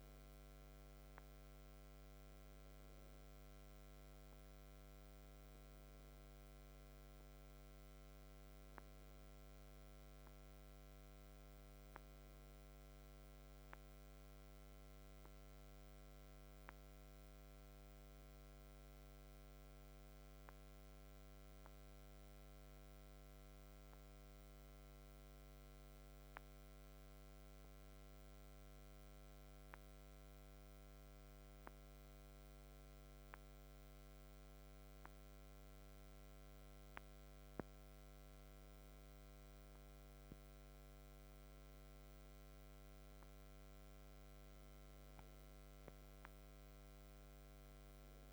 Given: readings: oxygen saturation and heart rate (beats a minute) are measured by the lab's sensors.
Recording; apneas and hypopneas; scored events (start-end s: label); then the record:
breathing in sleep, hard to hear, by a microphone on the trachea; none
none scored
From the record:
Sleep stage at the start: N2 (light sleep); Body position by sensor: on the back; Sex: male